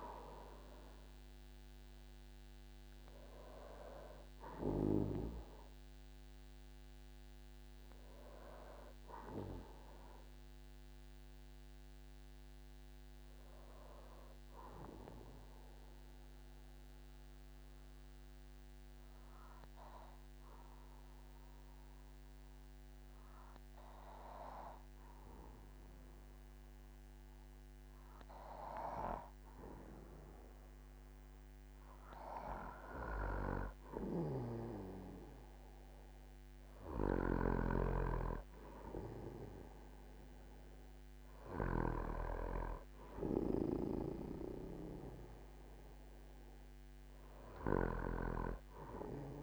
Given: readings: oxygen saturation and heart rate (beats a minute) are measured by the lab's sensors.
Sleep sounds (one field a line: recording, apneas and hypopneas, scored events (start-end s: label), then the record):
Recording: breathing in sleep by a microphone on the trachea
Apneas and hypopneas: 1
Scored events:
0.00-21.00 s: oxygen desaturation (device-marked, oxygen 92% lowest, heart rate 47 extreme)
14.00-31.50 s: obstructive apnea (oxygen 97% before, 93% lowest, heart rate 58 before, 48 extreme, up 4 after)
37.50-41.00 s: arousal
38.00-49.43 s: oxygen desaturation (device-marked, oxygen 98% before, 93% lowest, heart rate 50 before, 47 extreme)
From the record:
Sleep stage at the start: N2 (light sleep)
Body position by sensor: on the back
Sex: male